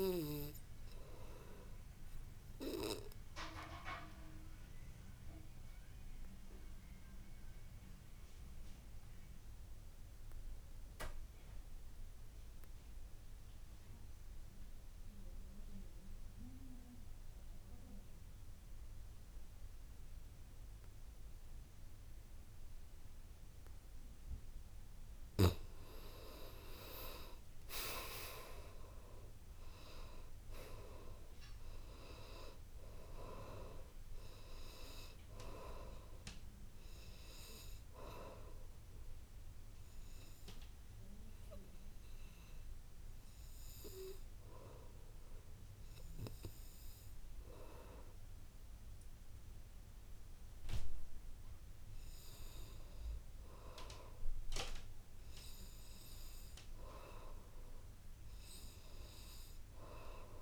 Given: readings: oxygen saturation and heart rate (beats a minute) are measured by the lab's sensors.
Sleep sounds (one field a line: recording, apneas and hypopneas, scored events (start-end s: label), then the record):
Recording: breathing in sleep by a room microphone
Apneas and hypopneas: 2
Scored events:
0.00-14.50 s: oxygen desaturation (device-marked, oxygen 82% lowest, heart rate 53 extreme)
1.50-24.50 s: obstructive apnea (oxygen 97% before, 82% lowest, heart rate 65 before, 53 extreme, up 12 after)
26.50-29.50 s: arousal
26.50-50.50 s: oxygen desaturation (device-marked, oxygen 98% before, 84% lowest, heart rate 57 before, 56 extreme)
39.50-51.50 s: obstructive apnea (oxygen 98% before, 84% lowest, heart rate 64 before, 56 extreme, up 4 after)
54.50-57.50 s: arousal
From the record:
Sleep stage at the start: N2 (light sleep)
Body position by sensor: on the back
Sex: male